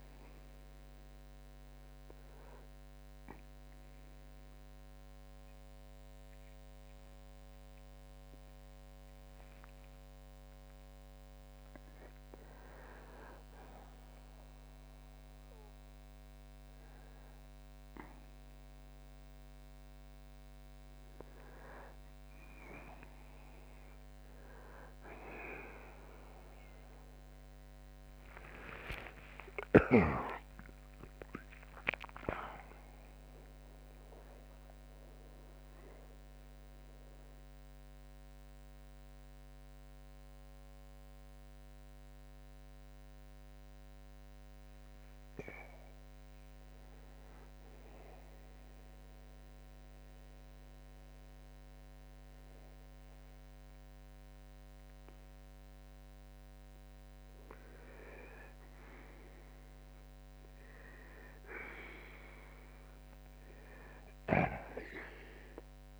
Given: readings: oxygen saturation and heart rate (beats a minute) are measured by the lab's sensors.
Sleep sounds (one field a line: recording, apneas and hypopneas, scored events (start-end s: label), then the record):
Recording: a person partly awake in a sleep study, by a microphone on the trachea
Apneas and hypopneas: none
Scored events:
6.50-36.50 s: new sleep stage, awake
36.50-66.00 s: new sleep stage, N2 (light sleep)
From the record:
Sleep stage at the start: N2 (light sleep)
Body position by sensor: on the back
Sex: male